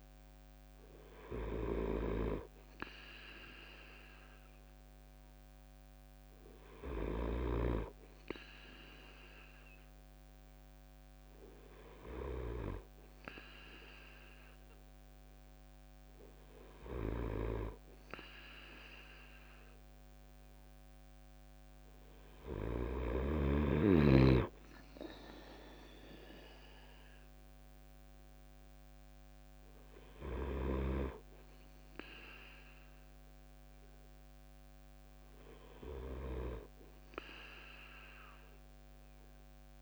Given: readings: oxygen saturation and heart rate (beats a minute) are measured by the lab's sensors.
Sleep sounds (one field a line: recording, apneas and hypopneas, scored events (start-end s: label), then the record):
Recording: breathing in sleep by a microphone on the trachea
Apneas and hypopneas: none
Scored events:
6.50-12.00 s: snoring (device-marked)
26.00-39.82 s: drop in pulse transit time (device-marked, heart rate 65 before, 62 extreme)
29.50-36.00 s: snoring (device-marked)
From the record:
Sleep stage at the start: N2 (light sleep)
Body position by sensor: on the right side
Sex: male